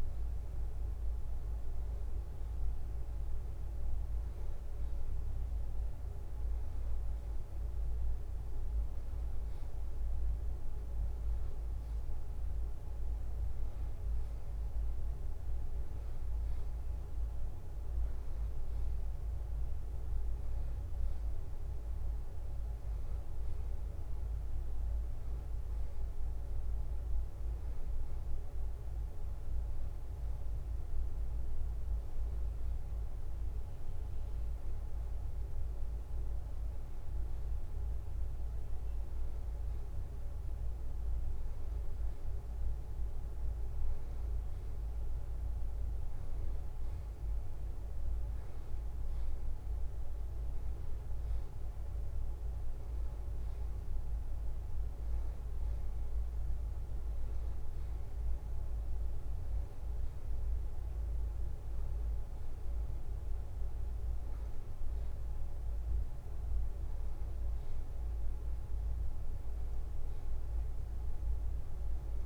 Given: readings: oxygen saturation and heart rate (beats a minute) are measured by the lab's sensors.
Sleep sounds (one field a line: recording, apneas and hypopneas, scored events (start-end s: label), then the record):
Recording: breathing in sleep, hard to hear, by a room microphone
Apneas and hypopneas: none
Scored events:
none scored
From the record:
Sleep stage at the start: N2 (light sleep)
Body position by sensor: on the back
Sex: male